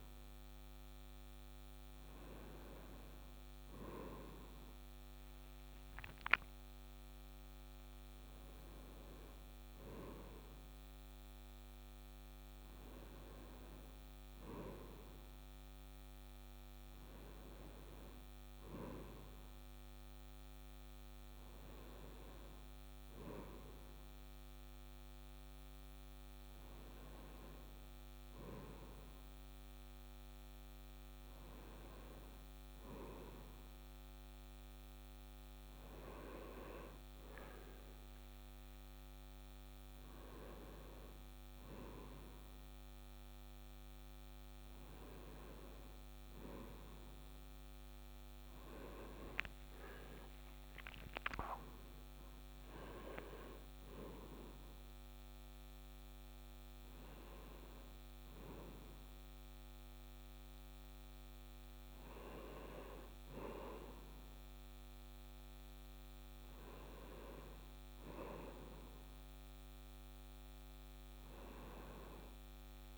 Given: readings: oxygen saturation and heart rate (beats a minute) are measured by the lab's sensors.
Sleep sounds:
breathing in sleep by a microphone on the trachea; none
49.00-53.00 s: arousal
From the record:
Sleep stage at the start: N1 (lightest sleep); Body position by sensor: on the front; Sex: male

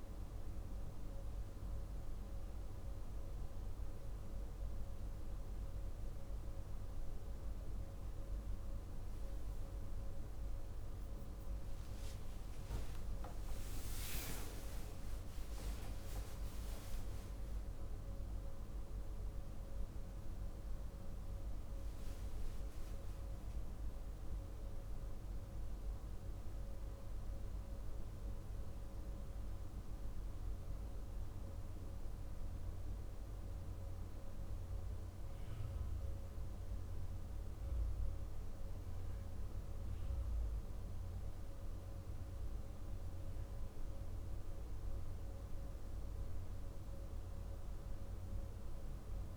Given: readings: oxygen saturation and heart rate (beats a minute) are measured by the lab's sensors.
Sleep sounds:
a person partly awake in a sleep study, hard to hear, by a room microphone; none
22.00-49.37 s: new sleep stage, N1 (lightest sleep)
From the record:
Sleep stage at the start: awake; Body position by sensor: on the back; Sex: male

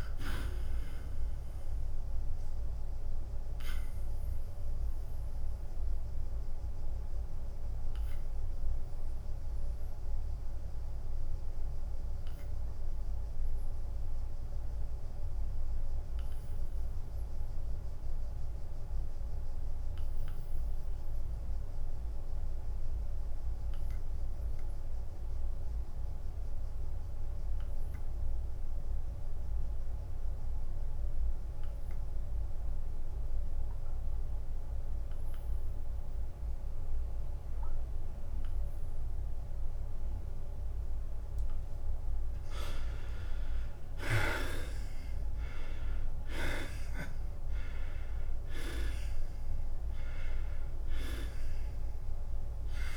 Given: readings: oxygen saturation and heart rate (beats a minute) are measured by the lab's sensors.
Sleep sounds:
breathing in sleep by a room microphone; 1
0.00-4.50 s: drop in pulse transit time (device-marked, heart rate 87 extreme)
4.50-42.00 s: obstructive apnea (oxygen 98% before, 73% lowest, heart rate 90 before, 74 extreme, up 7 after)
15.50-20.50 s: oxygen desaturation (device-marked, oxygen 92% before, 75% lowest, heart rate 92 before, 74 extreme)
43.50-52.97 s: drop in pulse transit time (device-marked, heart rate 82 before, 89 extreme)
45.00-49.00 s: arousal
From the record:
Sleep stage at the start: N2 (light sleep); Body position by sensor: on the back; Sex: male

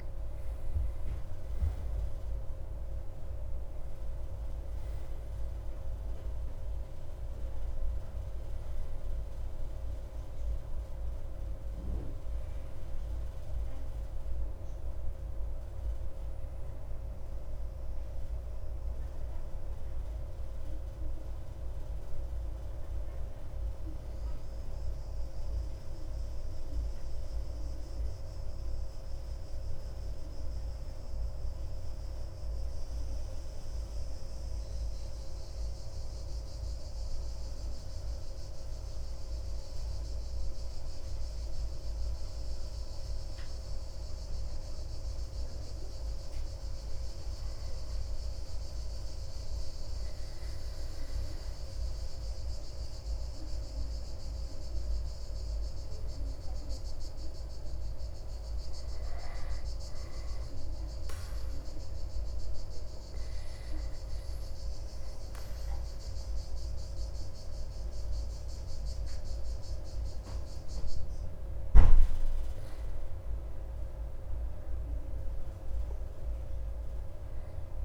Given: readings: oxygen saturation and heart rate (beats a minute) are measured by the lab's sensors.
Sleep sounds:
breathing in sleep, hard to hear, by a room microphone; 1
2.50-28.50 s: oxygen desaturation (device-marked, oxygen 97% before, 94% lowest)
62.50-73.00 s: obstructive apnea (oxygen 98% before, 95% lowest)
76.00-77.85 s: arousal
From the record:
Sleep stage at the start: N2 (light sleep); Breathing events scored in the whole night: 169 in 4.5 hours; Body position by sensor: on the back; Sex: male

